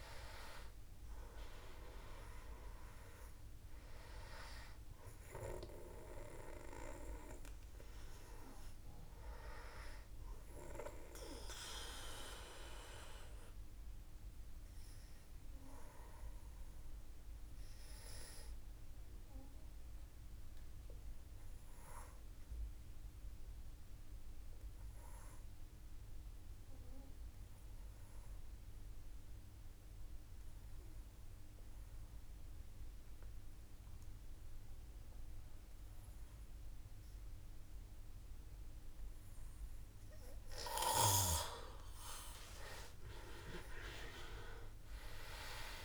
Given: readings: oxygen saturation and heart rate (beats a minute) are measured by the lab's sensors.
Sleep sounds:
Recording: breathing in sleep by a room microphone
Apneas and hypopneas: 1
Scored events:
0.00-20.50 s: oxygen desaturation (device-marked, oxygen 89% lowest, heart rate 54 extreme)
10.00-40.50 s: obstructive apnea (oxygen 97% before, 89% lowest, heart rate 59 before, 52 extreme, up 5 after)
42.50-45.85 s: arousal
42.50-45.85 s: oxygen desaturation (device-marked, oxygen 97% before, 89% lowest, heart rate 57 before, 52 extreme)
From the record:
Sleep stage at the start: N2 (light sleep)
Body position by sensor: on the back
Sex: male

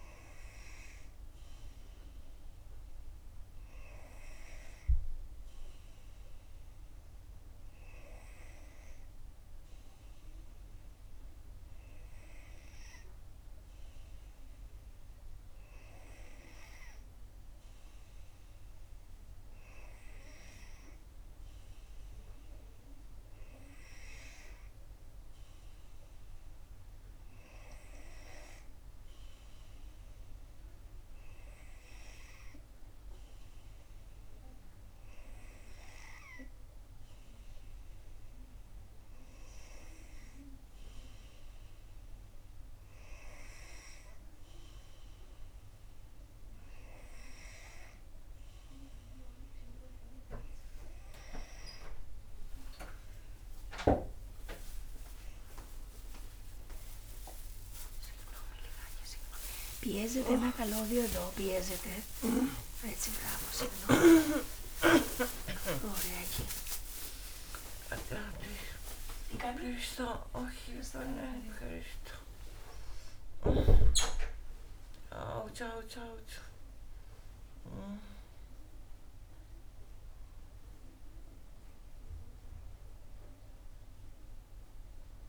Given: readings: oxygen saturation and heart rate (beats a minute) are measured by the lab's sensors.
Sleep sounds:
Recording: breathing in sleep by a room microphone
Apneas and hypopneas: none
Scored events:
60.50-66.50 s: arousal
60.50-66.50 s: tachycardia (device-marked, heart rate 66 before, 120 extreme)
62.50-64.50 s: long interval between heartbeats (device-marked, heart rate 66 before, 86 extreme)
64.50-66.50 s: long interval between heartbeats (device-marked, heart rate 69 before, 116 extreme)
From the record:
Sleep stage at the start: N2 (light sleep)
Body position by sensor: on the back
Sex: female

